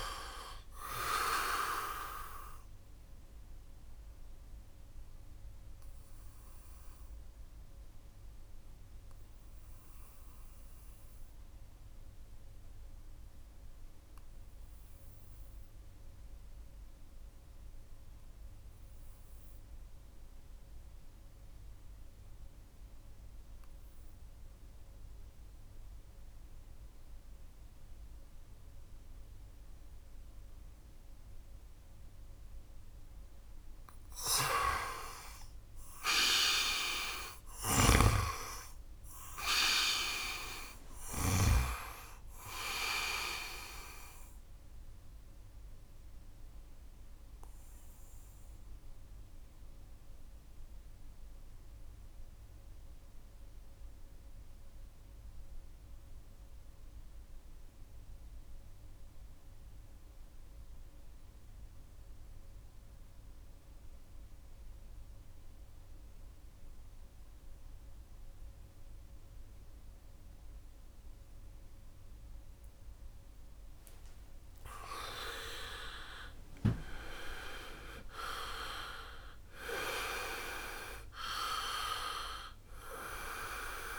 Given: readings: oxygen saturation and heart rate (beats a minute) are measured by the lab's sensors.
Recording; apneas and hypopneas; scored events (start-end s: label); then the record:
breathing in sleep by a room microphone; 2
0.00-21.00 s: oxygen desaturation (device-marked, oxygen 84% lowest, heart rate 67 extreme)
4.50-32.00 s: obstructive apnea (oxygen 99% before, 80% lowest, heart rate 64 before, 67 extreme, up 4 after)
33.00-60.00 s: oxygen desaturation (device-marked, oxygen 99% before, 80% lowest, heart rate 72 before, 64 extreme)
35.00-39.50 s: arousal
37.00-41.00 s: snoring (device-marked)
45.00-73.00 s: obstructive apnea (oxygen 99% before, 80% lowest, heart rate 71 before, 64 extreme, up 10 after)
72.00-83.99 s: oxygen desaturation (device-marked, oxygen 98% before, 84% lowest, heart rate 68 before, 54 extreme)
76.50-81.50 s: arousal
From the record:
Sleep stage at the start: N2 (light sleep); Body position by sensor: on the back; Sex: male